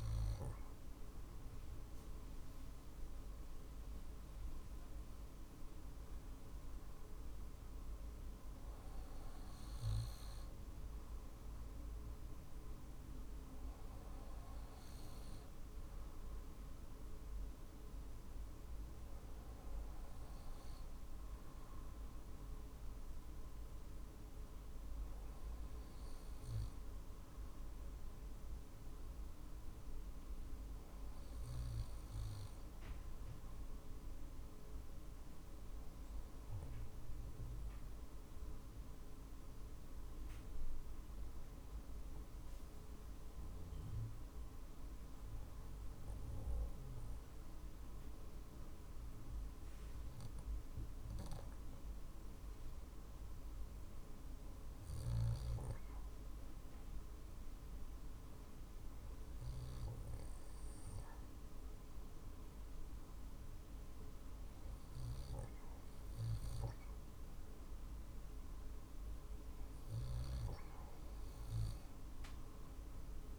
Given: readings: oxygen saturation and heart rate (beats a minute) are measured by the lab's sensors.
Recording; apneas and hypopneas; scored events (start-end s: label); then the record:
breathing in sleep, hard to hear, by a room microphone; 1
0.00-2.00 s: arousal
32.00-54.00 s: oxygen desaturation (device-marked, oxygen 95% before, 92% lowest, heart rate 47 before, 46 extreme)
33.50-66.50 s: obstructive apnea (oxygen 95% before, 92% lowest, heart rate 47 before, 45 extreme, up 7 after)
72.00-73.39 s: arousal
From the record:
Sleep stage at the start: N2 (light sleep); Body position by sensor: on the back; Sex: male